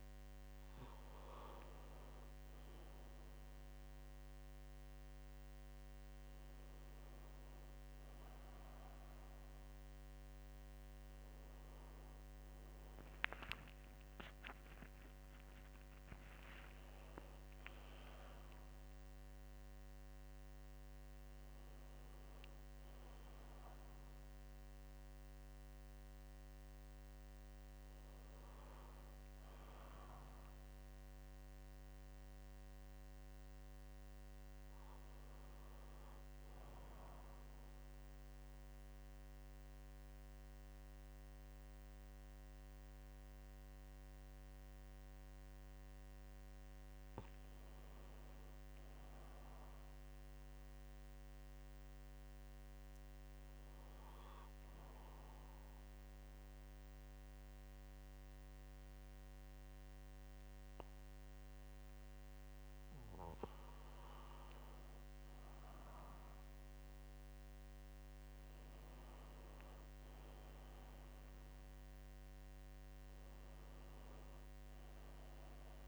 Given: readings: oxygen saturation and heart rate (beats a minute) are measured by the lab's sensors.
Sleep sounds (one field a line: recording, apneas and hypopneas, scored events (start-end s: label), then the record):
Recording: breathing in sleep, hard to hear, by a microphone on the trachea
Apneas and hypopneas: none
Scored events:
13.50-17.00 s: arousal
29.50-75.88 s: new sleep stage, N2 (light sleep)
73.00-75.88 s: arousal
From the record:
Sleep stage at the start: N1 (lightest sleep)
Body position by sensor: on the right side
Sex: male